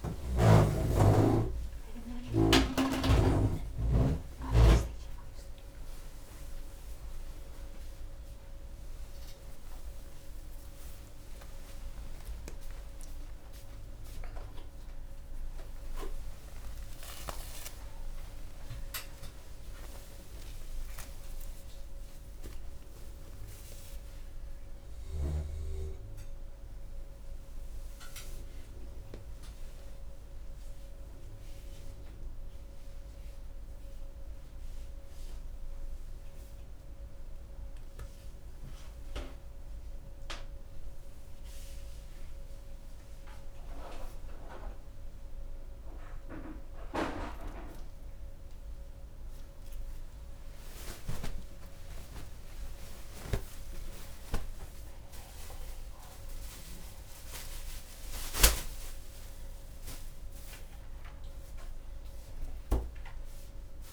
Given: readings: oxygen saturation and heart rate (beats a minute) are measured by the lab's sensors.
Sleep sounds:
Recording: a person awake in a sleep study, by a room microphone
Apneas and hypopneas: none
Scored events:
none scored
From the record:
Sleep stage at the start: awake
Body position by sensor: upright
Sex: female

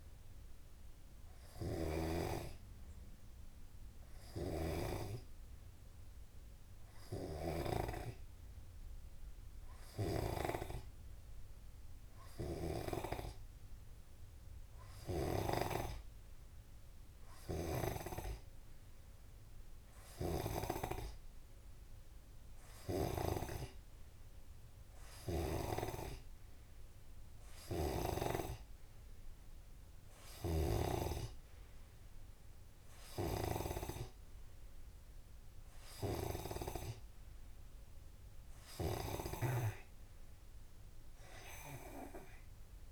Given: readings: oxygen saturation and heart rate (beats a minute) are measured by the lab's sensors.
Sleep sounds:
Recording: breathing in sleep by a room microphone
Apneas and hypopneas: none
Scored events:
none scored
From the record:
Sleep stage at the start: N2 (light sleep)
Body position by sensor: on the back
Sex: male

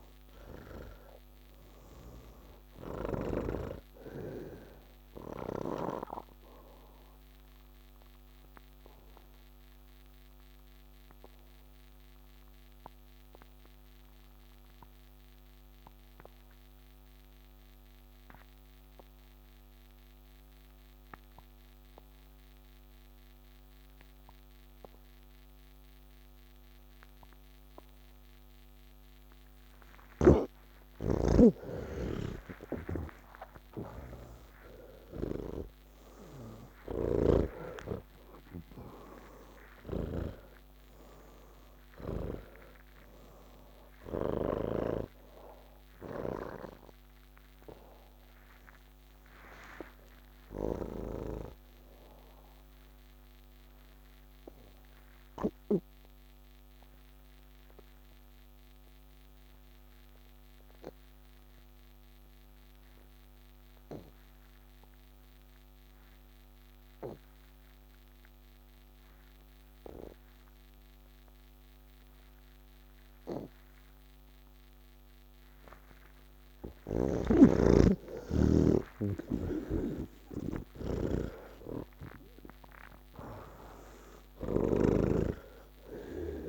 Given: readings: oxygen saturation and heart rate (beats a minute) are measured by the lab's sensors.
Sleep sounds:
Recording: breathing in sleep by a microphone on the trachea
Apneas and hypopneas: 2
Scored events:
0.00-20.50 s: oxygen desaturation (device-marked, oxygen 79% lowest, heart rate 58 extreme)
7.50-29.50 s: obstructive apnea (oxygen 96% before, 79% lowest, heart rate 88 before, 58 extreme, up 19 after)
29.50-57.50 s: oxygen desaturation (device-marked, oxygen 99% before, 81% lowest, heart rate 78 before, 47 extreme)
30.50-45.00 s: snoring (device-marked)
53.00-75.50 s: obstructive apnea (oxygen 98% before, 79% lowest, heart rate 106 before, 27 extreme, up 29 after)
69.50-86.49 s: oxygen desaturation (device-marked, oxygen 98% before, 81% lowest, heart rate 112 before, 27 extreme)
79.50-85.50 s: snoring (device-marked)
From the record:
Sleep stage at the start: N3 (deep sleep)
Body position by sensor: on the back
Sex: male

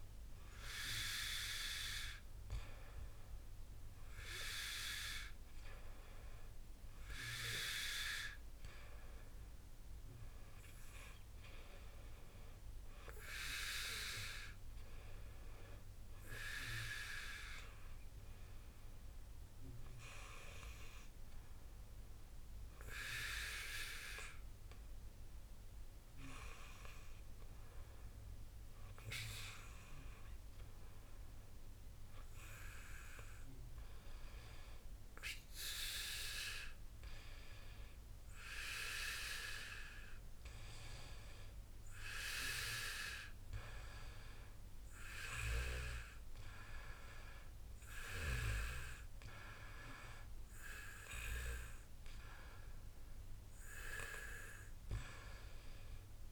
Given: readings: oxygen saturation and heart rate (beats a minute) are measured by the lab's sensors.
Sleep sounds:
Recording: breathing in sleep by a room microphone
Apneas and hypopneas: 1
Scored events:
33.50-44.50 s: hypopnea (oxygen 93% before, 93% lowest, heart rate 59 before, 59 extreme, up 5 after)
46.50-49.50 s: arousal
From the record:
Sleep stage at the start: N2 (light sleep)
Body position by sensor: on the back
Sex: male

